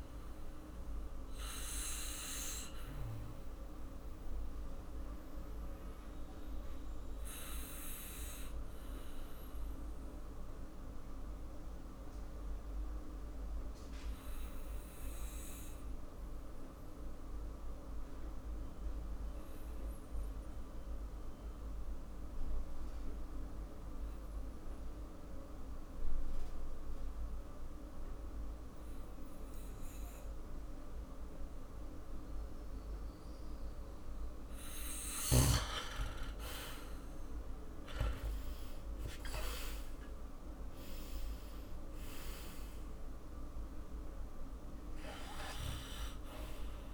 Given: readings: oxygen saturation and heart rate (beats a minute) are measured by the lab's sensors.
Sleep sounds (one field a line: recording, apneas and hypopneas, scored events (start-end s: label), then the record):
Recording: breathing in sleep by a room microphone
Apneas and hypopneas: 1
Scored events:
0.00-26.50 s: oxygen desaturation (device-marked, oxygen 89% lowest, heart rate 51 extreme)
2.00-34.00 s: obstructive apnea (oxygen 99% before, 88% lowest, heart rate 58 before, 51 extreme, up 7 after)
36.50-42.00 s: arousal
From the record:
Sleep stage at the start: N2 (light sleep)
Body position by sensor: on the back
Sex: male